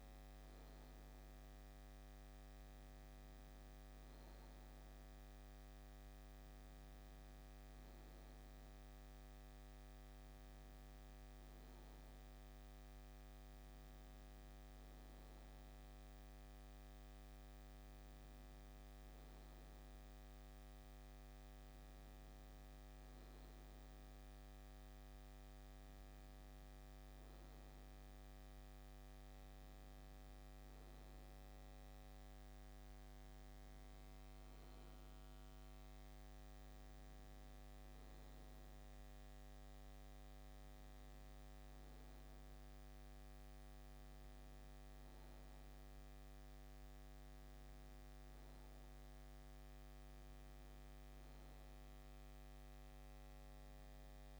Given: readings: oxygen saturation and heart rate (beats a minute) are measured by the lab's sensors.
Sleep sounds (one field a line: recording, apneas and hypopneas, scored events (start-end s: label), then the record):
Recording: breathing in sleep, hard to hear, by a microphone on the trachea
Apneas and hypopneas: none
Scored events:
none scored
From the record:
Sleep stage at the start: N2 (light sleep)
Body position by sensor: on the back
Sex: male